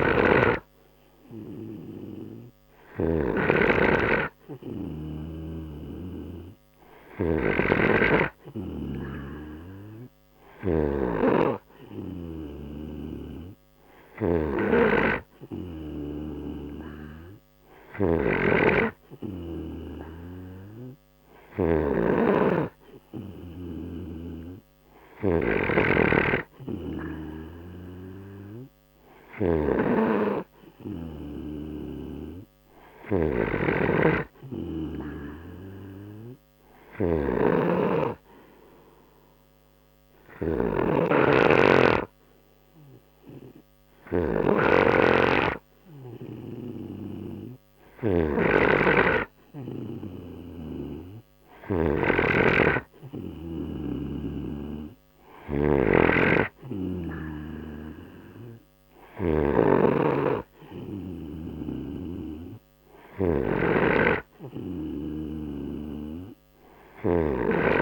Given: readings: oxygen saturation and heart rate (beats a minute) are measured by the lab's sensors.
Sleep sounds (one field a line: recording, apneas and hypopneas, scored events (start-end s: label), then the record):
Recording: breathing in sleep by a microphone on the trachea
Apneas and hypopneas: 1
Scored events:
0.00-10.50 s: snoring (device-marked)
17.50-40.50 s: snoring (device-marked)
39.50-51.00 s: obstructive apnea (oxygen 94% before, 93% lowest, heart rate 61 before, 60 extreme, up 0 after)
47.50-67.82 s: snoring (device-marked)
54.00-58.00 s: arousal
From the record:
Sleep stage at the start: N2 (light sleep)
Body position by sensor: on the right side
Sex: male